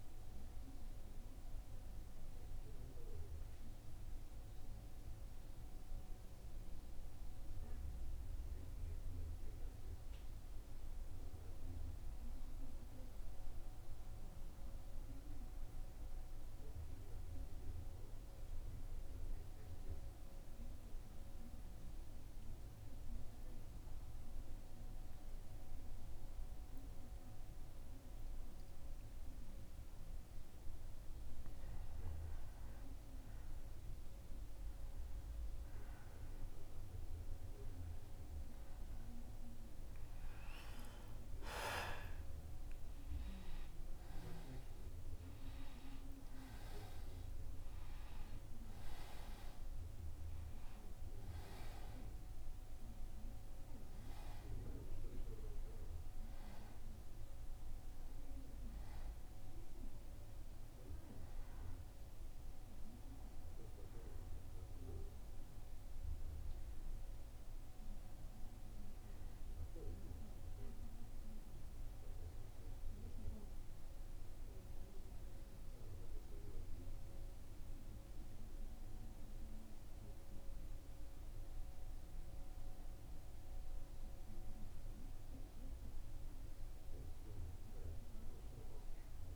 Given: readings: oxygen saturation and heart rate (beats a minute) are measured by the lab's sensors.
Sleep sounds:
breathing in sleep by a room microphone; 1
0.00-1.00 s: arousal
0.00-11.00 s: oxygen desaturation (device-marked, oxygen 88% lowest, heart rate 76 extreme)
9.00-31.00 s: central apnea (oxygen 96% before, 90% lowest, heart rate 80 before, 76 extreme, up 2 after)
35.00-39.00 s: arousal
76.00-89.36 s: oxygen desaturation (device-marked, oxygen 97% before, 90% lowest, heart rate 81 before, 79 extreme)
From the record:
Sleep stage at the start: N1 (lightest sleep); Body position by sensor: on the back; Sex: male

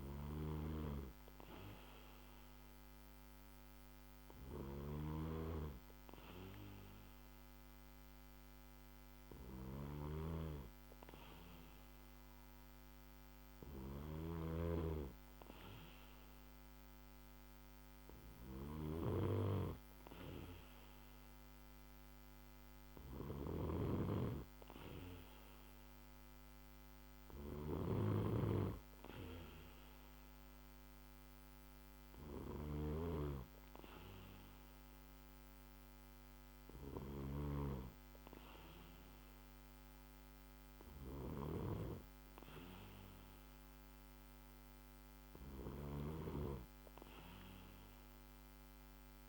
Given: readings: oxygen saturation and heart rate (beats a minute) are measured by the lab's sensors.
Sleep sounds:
breathing in sleep by a microphone on the trachea; none
none scored
From the record:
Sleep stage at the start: N2 (light sleep); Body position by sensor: on the back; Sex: male

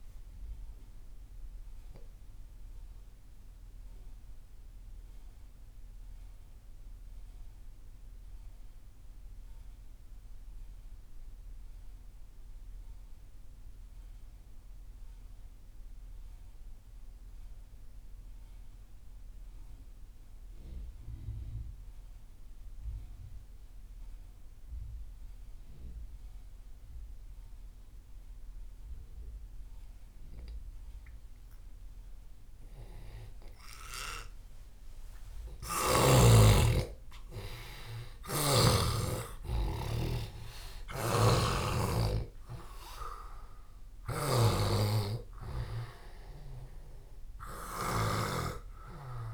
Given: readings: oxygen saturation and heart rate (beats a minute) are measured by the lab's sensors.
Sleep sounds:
breathing in sleep by a room microphone; 1
0.00-12.50 s: oxygen desaturation (device-marked, oxygen 86% lowest)
1.00-32.50 s: obstructive apnea (oxygen 98% before, 86% lowest)
29.50-49.34 s: oxygen desaturation (device-marked, oxygen 98% before, 86% lowest)
37.50-41.50 s: arousal
40.50-48.00 s: snoring (device-marked)
From the record:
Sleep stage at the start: N2 (light sleep); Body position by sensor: on the left side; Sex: male

